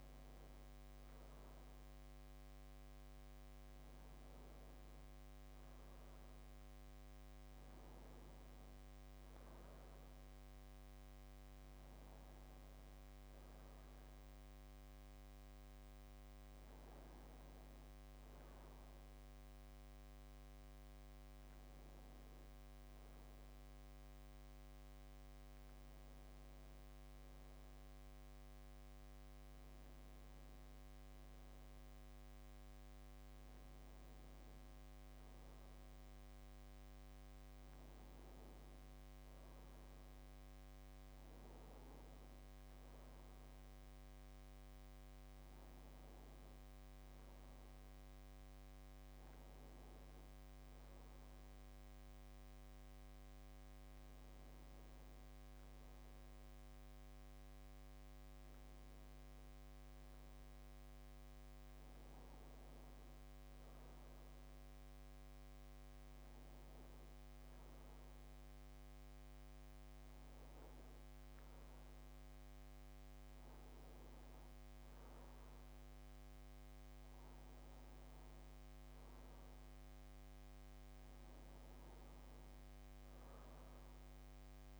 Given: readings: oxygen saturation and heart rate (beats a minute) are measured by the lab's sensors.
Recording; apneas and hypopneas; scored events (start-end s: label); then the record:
breathing in sleep, hard to hear, by a microphone on the trachea; none
none scored
From the record:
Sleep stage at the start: N2 (light sleep); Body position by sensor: on the back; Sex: male